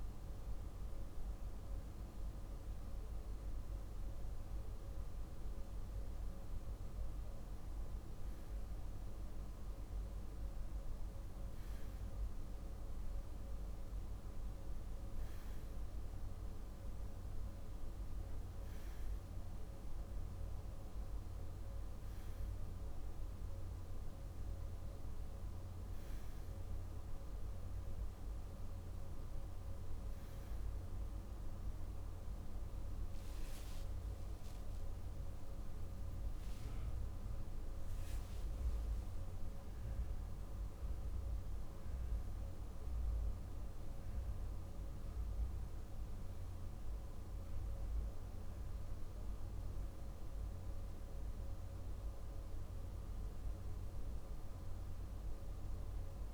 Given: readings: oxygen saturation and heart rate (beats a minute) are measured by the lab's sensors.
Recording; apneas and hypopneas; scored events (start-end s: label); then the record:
breathing in sleep, hard to hear, by a room microphone; none
none scored
From the record:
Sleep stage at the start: REM sleep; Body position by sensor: on the left side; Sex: male